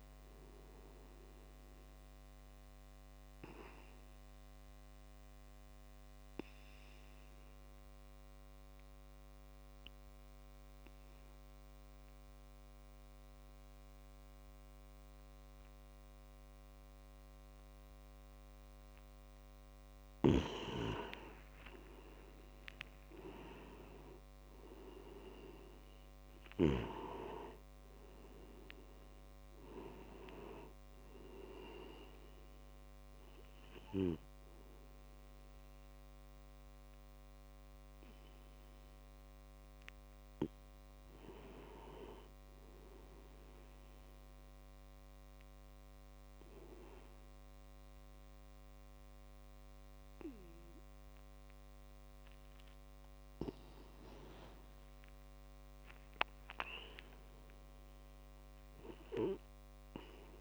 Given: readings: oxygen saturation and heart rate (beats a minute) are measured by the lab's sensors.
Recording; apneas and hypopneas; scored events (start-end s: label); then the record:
breathing in sleep by a microphone on the trachea; 2
0.00-3.00 s: oxygen desaturation (device-marked, oxygen 92% lowest, heart rate 53 extreme)
4.50-19.50 s: obstructive apnea (oxygen 97% before, 91% lowest, heart rate 70 before, 53 extreme, up 24 after)
20.50-24.50 s: arousal
26.00-49.00 s: oxygen desaturation (device-marked, oxygen 97% before, 91% lowest)
41.00-47.00 s: tachycardia (device-marked, heart rate 40 before, 137 extreme)
44.00-54.00 s: obstructive apnea (oxygen 97% before, 91% lowest)
54.50-59.00 s: arousal
From the record:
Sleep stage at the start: N2 (light sleep); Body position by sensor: on the back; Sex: male